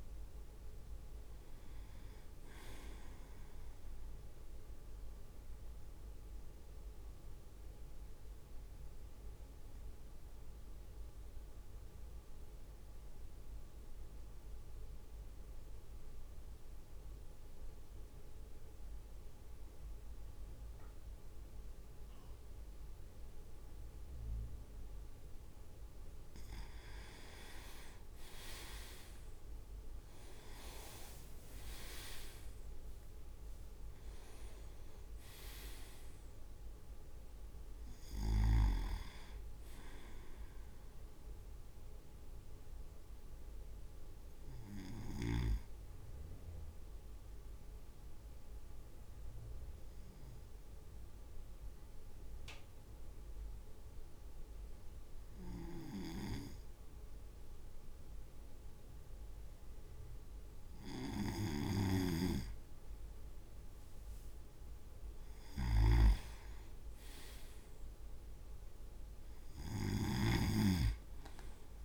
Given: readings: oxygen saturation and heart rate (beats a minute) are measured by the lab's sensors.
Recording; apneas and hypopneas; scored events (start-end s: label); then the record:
breathing in sleep by a room microphone; 2
0.00-7.50 s: drop in pulse transit time (device-marked, heart rate 53 extreme)
5.50-26.00 s: obstructive apnea (oxygen 99% before, 97% lowest, heart rate 56 before, 52 extreme, up 7 after)
28.50-32.50 s: leg movement (device-marked)
29.50-42.50 s: drop in pulse transit time (device-marked, heart rate 54 before, 56 extreme)
30.50-35.00 s: arousal
46.50-61.00 s: obstructive apnea (oxygen 99% before, 96% lowest, heart rate 58 before, 53 extreme, up 6 after)
55.50-71.85 s: snoring (device-marked)
63.50-66.50 s: arousal
From the record:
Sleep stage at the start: N2 (light sleep); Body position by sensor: on the right side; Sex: male